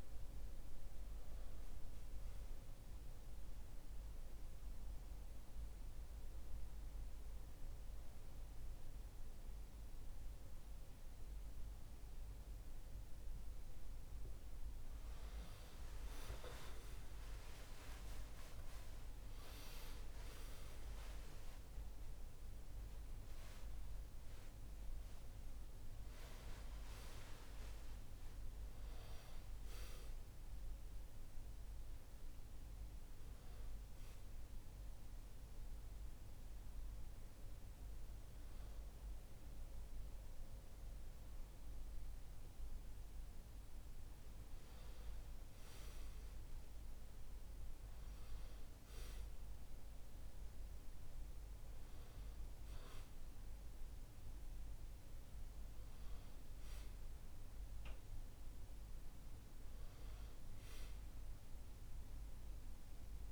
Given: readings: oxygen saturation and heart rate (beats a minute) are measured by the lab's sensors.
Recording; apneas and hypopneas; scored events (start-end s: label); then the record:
a person awake in a sleep study, hard to hear, by a room microphone; none
none scored
From the record:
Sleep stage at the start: awake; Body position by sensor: on the back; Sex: male